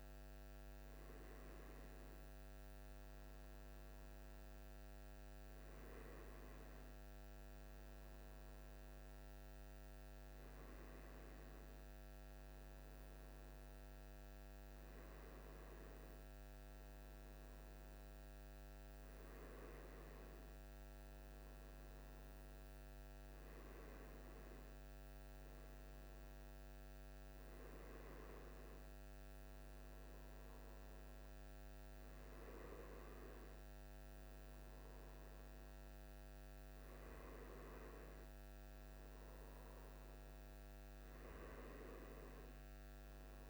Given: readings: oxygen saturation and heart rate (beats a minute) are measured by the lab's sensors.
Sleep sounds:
breathing in sleep, hard to hear, by a microphone on the trachea; none
36.50-43.50 s: new sleep stage, awake
From the record:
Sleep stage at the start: N1 (lightest sleep); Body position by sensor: on the right side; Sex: male

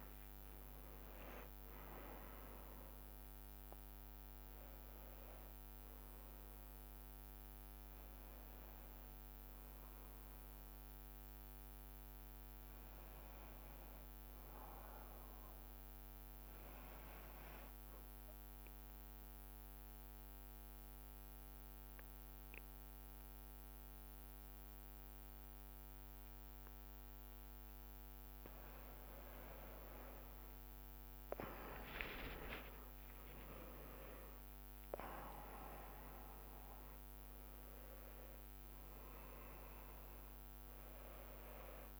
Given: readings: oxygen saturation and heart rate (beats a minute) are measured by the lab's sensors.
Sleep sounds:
breathing in sleep by a microphone on the trachea; 1
0.00-2.50 s: arousal
3.00-17.00 s: oxygen desaturation (device-marked, oxygen 98% before, 95% lowest)
18.50-28.50 s: obstructive apnea (oxygen 98% before, 94% lowest)
31.50-35.00 s: arousal
37.00-42.00 s: oxygen desaturation (device-marked, oxygen 98% before, 94% lowest)
From the record:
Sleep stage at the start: N2 (light sleep); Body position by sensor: on the back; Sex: male

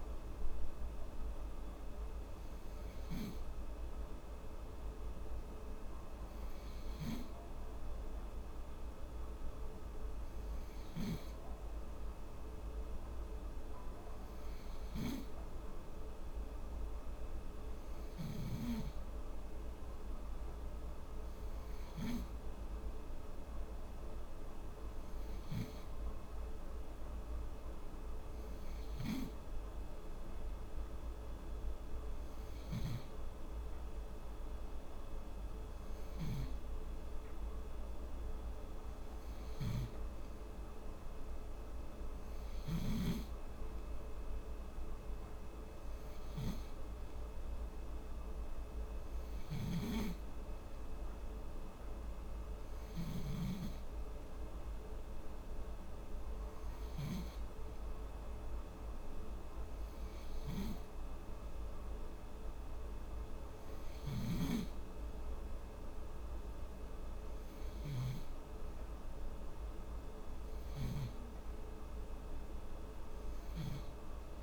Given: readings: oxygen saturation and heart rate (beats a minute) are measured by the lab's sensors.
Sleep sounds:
breathing in sleep by a room microphone; none
60.50-74.43 s: new sleep stage, N3 (deep sleep)
From the record:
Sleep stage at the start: N2 (light sleep); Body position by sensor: on the back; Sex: female

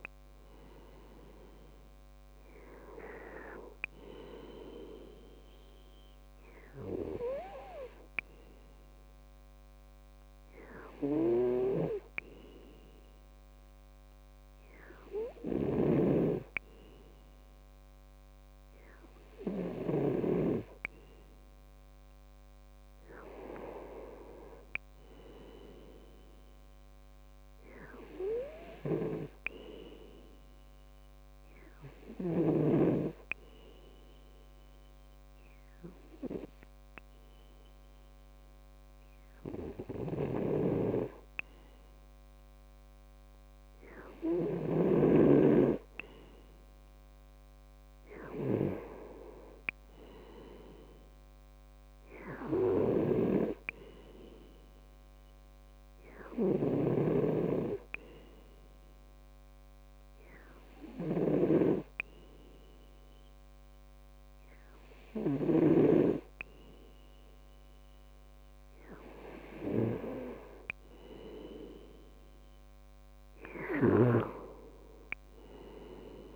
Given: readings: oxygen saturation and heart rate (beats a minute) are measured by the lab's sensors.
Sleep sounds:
breathing in sleep by a microphone on the trachea; 2
23.50-27.00 s: arousal
31.00-41.50 s: hypopnea (oxygen 97% before, 94% lowest, heart rate 67 before, 65 extreme, up 4 after)
46.00-49.00 s: arousal
59.00-70.00 s: hypopnea (oxygen 97% before, 94% lowest, heart rate 67 before, 65 extreme, up 3 after)
72.50-76.00 s: arousal
From the record:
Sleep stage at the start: N2 (light sleep); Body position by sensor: on the left side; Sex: male

